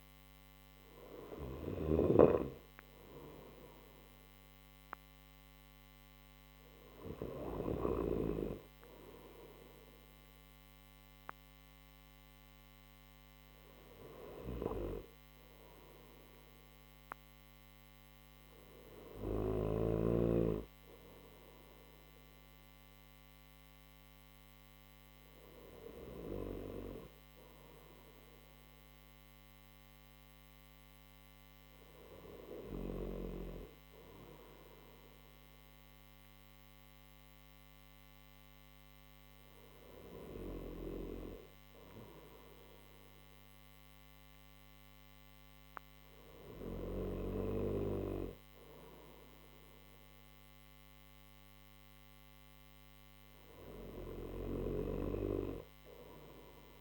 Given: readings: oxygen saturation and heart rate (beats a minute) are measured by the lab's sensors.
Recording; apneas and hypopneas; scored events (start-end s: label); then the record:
breathing in sleep by a microphone on the trachea; none
0.00-1.00 s: snoring (device-marked)
From the record:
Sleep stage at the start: N3 (deep sleep); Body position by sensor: on the right side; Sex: male